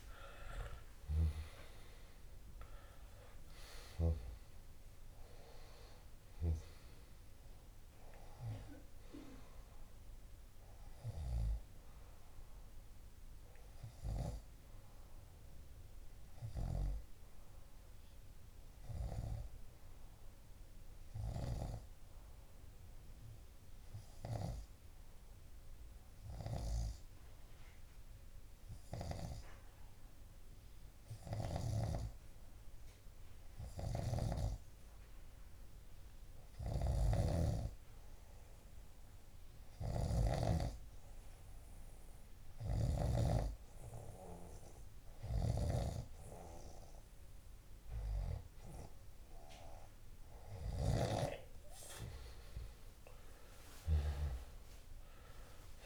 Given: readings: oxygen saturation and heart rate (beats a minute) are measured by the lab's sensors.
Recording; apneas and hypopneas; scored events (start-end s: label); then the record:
breathing in sleep by a room microphone; 1
0.00-1.00 s: arousal
13.50-46.50 s: hypopnea (oxygen 95% before, 93% lowest)
44.00-55.86 s: oxygen desaturation (device-marked, oxygen 98% before, 93% lowest)
48.50-51.50 s: arousal
From the record:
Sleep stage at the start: N2 (light sleep); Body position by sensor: on the left side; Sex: male